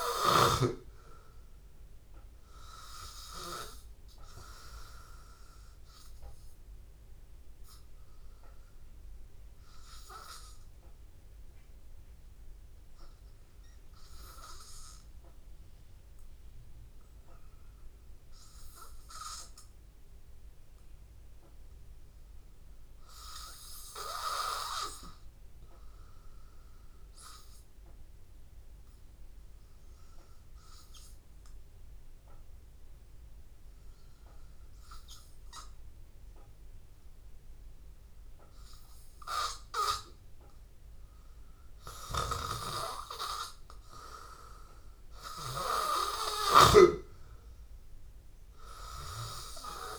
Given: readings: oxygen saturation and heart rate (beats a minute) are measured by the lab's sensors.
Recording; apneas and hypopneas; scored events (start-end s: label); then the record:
breathing in sleep by a room microphone; 1
0.00-21.50 s: oxygen desaturation (device-marked, oxygen 91% lowest, heart rate 79 extreme)
9.50-38.50 s: hypopnea (oxygen 96% before, 89% lowest, heart rate 83 before, 83 extreme, up 0 after)
35.50-49.99 s: oxygen desaturation (device-marked, oxygen 97% before, 89% lowest, heart rate 83 before, 83 extreme)
42.00-45.50 s: arousal
From the record:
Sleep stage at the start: N2 (light sleep); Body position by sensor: on the back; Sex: male